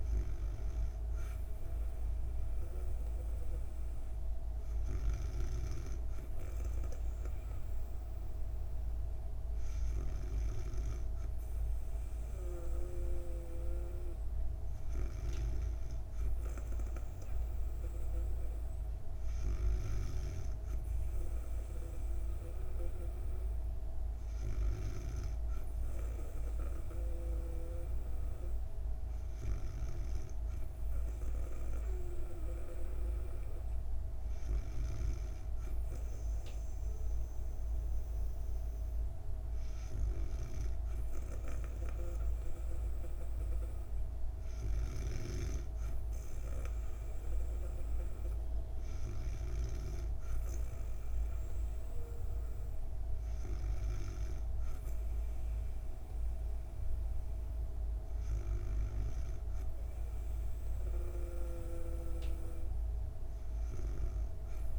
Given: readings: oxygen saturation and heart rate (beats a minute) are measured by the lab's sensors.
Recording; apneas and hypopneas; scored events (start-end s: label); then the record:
breathing in sleep by a room microphone; none
none scored
From the record:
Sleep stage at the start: N2 (light sleep); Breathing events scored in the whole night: 143 in 6.8 hours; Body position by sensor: on the back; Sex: female